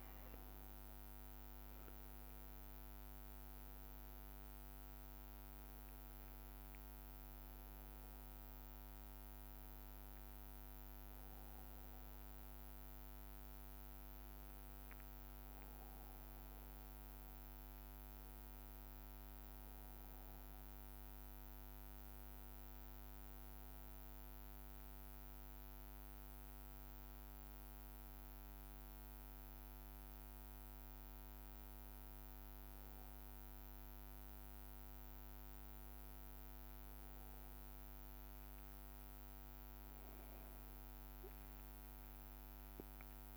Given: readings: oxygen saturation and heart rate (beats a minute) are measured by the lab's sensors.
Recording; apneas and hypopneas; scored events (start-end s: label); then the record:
breathing in sleep, hard to hear, by a microphone on the trachea; none
none scored
From the record:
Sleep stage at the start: N2 (light sleep); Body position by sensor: on the back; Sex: male